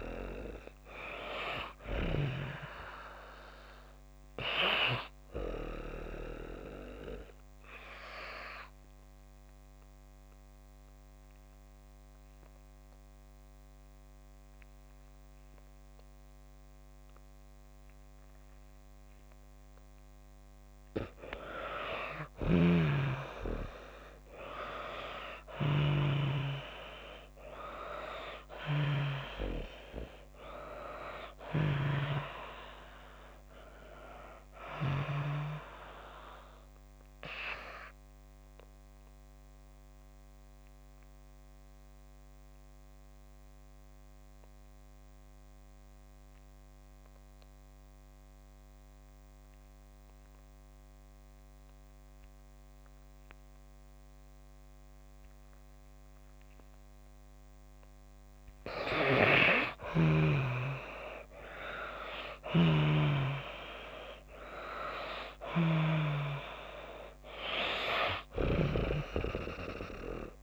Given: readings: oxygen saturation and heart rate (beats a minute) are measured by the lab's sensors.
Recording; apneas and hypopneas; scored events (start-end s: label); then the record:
breathing in sleep by a microphone on the trachea; 2
0.00-24.00 s: oxygen desaturation (device-marked, oxygen 84% lowest)
6.50-19.50 s: obstructive apnea (oxygen 98% before, 84% lowest)
22.00-26.00 s: snoring (device-marked)
25.50-29.50 s: arousal
36.50-57.50 s: obstructive apnea (oxygen 98% before, 88% lowest)
40.00-50.00 s: oxygen desaturation (device-marked, oxygen 97% before, 92% lowest)
59.00-62.00 s: arousal
62.00-65.50 s: snoring (device-marked)
62.00-70.43 s: oxygen desaturation (device-marked, oxygen 97% before, 90% lowest)
From the record:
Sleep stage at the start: N2 (light sleep); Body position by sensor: on the back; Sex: female